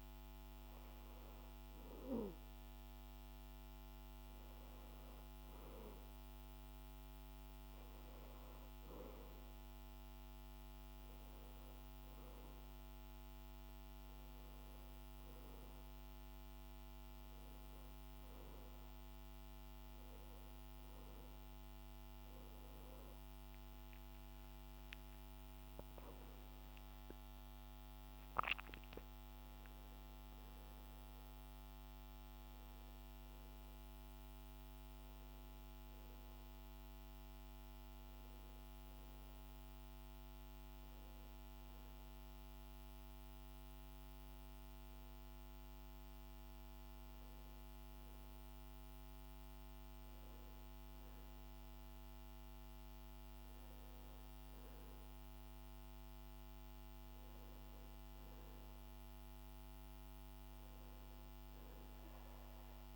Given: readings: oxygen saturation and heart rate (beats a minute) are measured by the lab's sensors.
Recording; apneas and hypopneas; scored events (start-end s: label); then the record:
breathing in sleep, hard to hear, by a microphone on the trachea; none
none scored
From the record:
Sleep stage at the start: N2 (light sleep); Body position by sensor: on the back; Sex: male